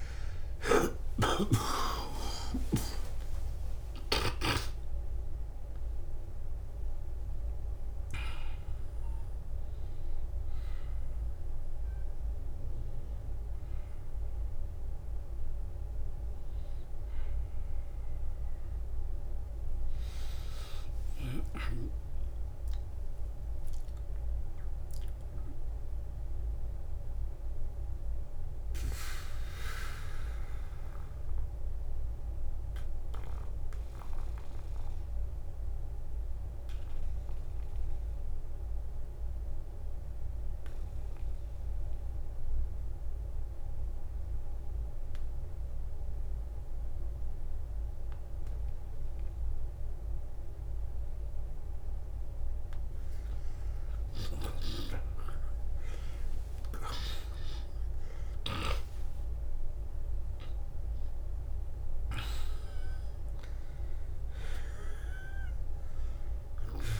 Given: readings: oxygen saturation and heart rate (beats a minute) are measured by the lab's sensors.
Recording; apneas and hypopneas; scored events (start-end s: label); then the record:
breathing in sleep by a room microphone; 1
0.00-40.50 s: oxygen desaturation (device-marked, oxygen 85% lowest, heart rate 49 extreme)
2.50-4.50 s: long interval between heartbeats (device-marked, heart rate 63 before, 87 extreme)
13.50-43.50 s: new sleep stage, N1 (lightest sleep)
18.50-21.50 s: arousal
21.50-23.50 s: long interval between heartbeats (device-marked, heart rate 76 before, 57 extreme)
23.50-52.50 s: mixed apnea (oxygen 93% before, 85% lowest, heart rate 74 before, 49 extreme, up 14 after)
43.50-67.00 s: new sleep stage, N2 (light sleep)
44.50-46.50 s: long interval between heartbeats (device-marked, heart rate 60 before, 60 extreme)
55.00-61.00 s: arousal
57.50-59.50 s: long interval between heartbeats (device-marked, heart rate 55 before, 59 extreme)
64.50-67.00 s: oxygen desaturation (device-marked, oxygen 96% before, 85% lowest, heart rate 56 before, 48 extreme)
From the record:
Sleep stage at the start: N2 (light sleep); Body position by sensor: on the back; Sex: male